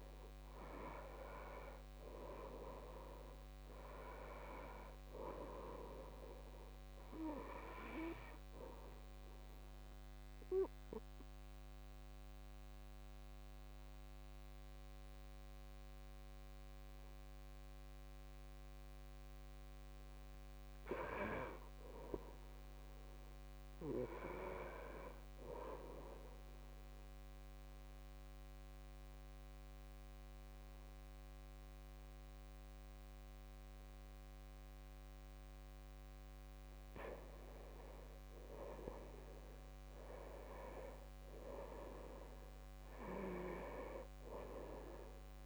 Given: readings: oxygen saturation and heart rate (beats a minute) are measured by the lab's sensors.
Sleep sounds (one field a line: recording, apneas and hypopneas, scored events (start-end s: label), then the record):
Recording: breathing in sleep by a microphone on the trachea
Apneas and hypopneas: 1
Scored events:
0.00-1.50 s: arousal
2.50-17.50 s: oxygen desaturation (device-marked, oxygen 94% before, 89% lowest, heart rate 62 before, 57 extreme)
8.50-20.50 s: obstructive apnea (oxygen 94% before, 87% lowest, heart rate 62 before, 57 extreme, up 5 after)
22.50-25.50 s: arousal
26.50-38.50 s: oxygen desaturation (device-marked, oxygen 95% before, 90% lowest, heart rate 60 before, 58 extreme)
From the record:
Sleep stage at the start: N2 (light sleep)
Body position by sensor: on the right side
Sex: male